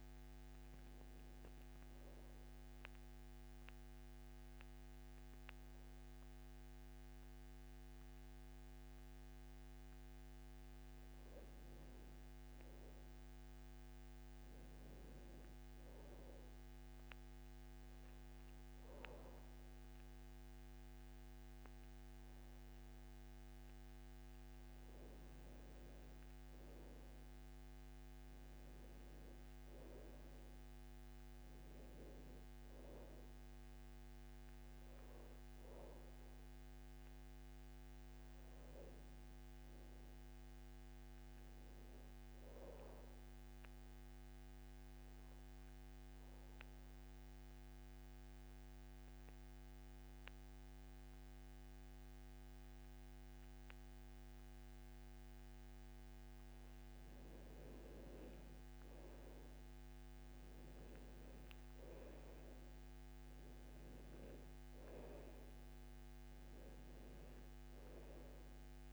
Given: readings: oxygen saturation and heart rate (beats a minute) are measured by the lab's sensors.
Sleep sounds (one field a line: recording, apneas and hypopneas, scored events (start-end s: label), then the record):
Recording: breathing in sleep, hard to hear, by a microphone on the trachea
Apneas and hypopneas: 2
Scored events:
2.00-12.00 s: obstructive apnea (oxygen 99% before, 89% lowest, heart rate 94 before, 64 extreme, up 5 after)
13.50-16.50 s: arousal
17.50-29.50 s: oxygen desaturation (device-marked, oxygen 98% before, 94% lowest, heart rate 70 before, 63 extreme)
42.50-56.00 s: obstructive apnea (oxygen 98% before, 86% lowest, heart rate 70 before, 63 extreme, up 10 after)
58.00-61.50 s: arousal
58.50-68.93 s: oxygen desaturation (device-marked, oxygen 97% before, 86% lowest, heart rate 68 before, 63 extreme)
From the record:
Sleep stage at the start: N2 (light sleep)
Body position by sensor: on the back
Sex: male